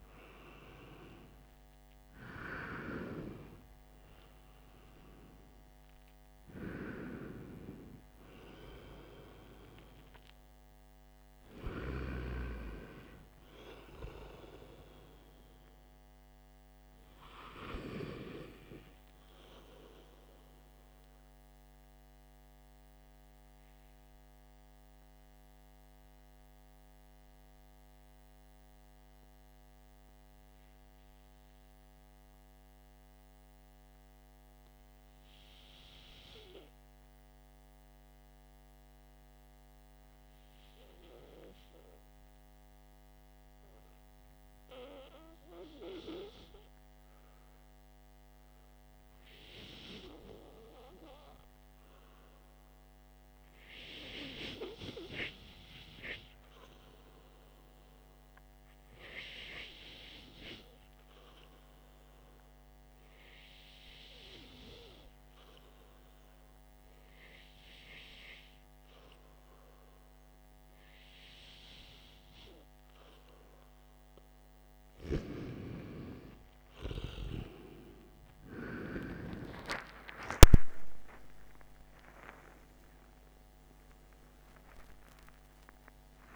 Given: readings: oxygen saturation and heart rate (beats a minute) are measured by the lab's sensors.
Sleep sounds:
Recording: breathing in sleep by a microphone on the trachea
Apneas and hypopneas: 1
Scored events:
0.00-2.50 s: arousal
0.00-18.00 s: oxygen desaturation (device-marked, oxygen 91% lowest, heart rate 49 extreme)
21.50-50.00 s: hypopnea (oxygen 93% before, 91% lowest, heart rate 65 before, 48 extreme, up 11 after)
52.00-55.00 s: arousal
53.00-80.00 s: oxygen desaturation (device-marked, oxygen 98% before, 93% lowest, heart rate 53 before, 48 extreme)
78.50-83.00 s: arousal
From the record:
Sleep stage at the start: REM sleep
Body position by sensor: on the back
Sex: male

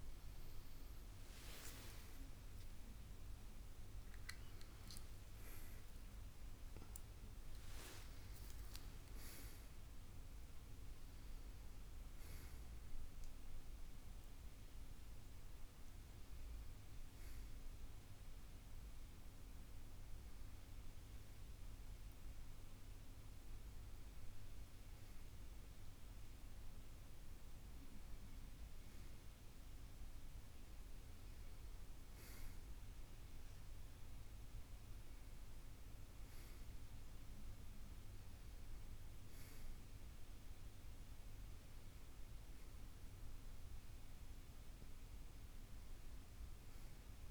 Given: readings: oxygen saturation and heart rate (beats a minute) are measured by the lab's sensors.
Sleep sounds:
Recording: a person partly awake in a sleep study, hard to hear, by a room microphone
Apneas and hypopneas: none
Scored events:
2.50-15.50 s: oxygen desaturation (device-marked, oxygen 99% before, 96% lowest, heart rate 98 before, 76 extreme)
7.50-47.31 s: new sleep stage, N1 (lightest sleep)
From the record:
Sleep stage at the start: awake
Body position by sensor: on the back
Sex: male

